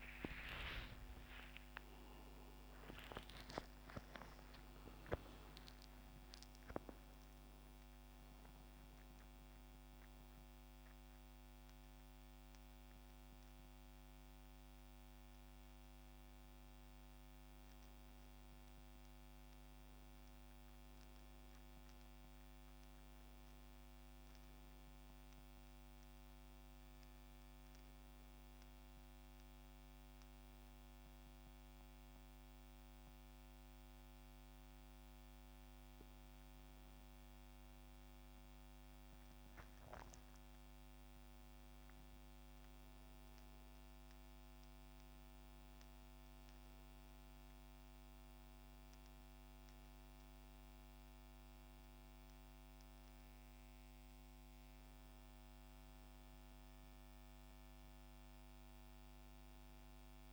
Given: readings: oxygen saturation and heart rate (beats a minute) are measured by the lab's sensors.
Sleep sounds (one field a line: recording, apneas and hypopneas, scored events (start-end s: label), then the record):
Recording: breathing in sleep by a microphone on the trachea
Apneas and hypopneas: 1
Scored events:
28.50-39.00 s: hypopnea (oxygen 97% before, 93% lowest, heart rate 78 before, 65 extreme, up 11 after)
30.00-60.33 s: new sleep stage, N2 (light sleep)
40.50-44.50 s: arousal
From the record:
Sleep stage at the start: N1 (lightest sleep)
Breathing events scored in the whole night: 354 in 6.7 hours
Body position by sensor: on the back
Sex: male